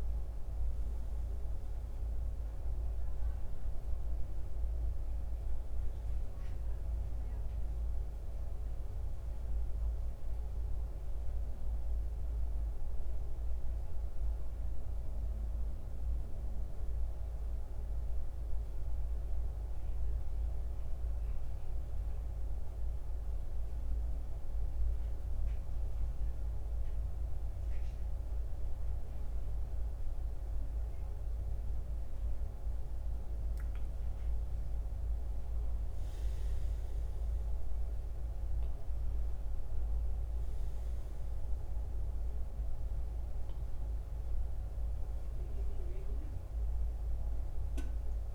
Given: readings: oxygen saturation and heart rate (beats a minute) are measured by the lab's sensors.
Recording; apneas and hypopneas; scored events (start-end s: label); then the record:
breathing in sleep, hard to hear, by a room microphone; 1
0.00-18.50 s: oxygen desaturation (device-marked, oxygen 84% lowest, heart rate 67 extreme)
20.00-31.00 s: hypopnea (oxygen 93% before, 85% lowest, heart rate 74 before, 67 extreme, up 10 after)
34.50-39.00 s: arousal
36.50-48.35 s: oxygen desaturation (device-marked, oxygen 92% before, 85% lowest, heart rate 68 before, 65 extreme)
From the record:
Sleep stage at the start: N2 (light sleep); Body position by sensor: on the back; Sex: male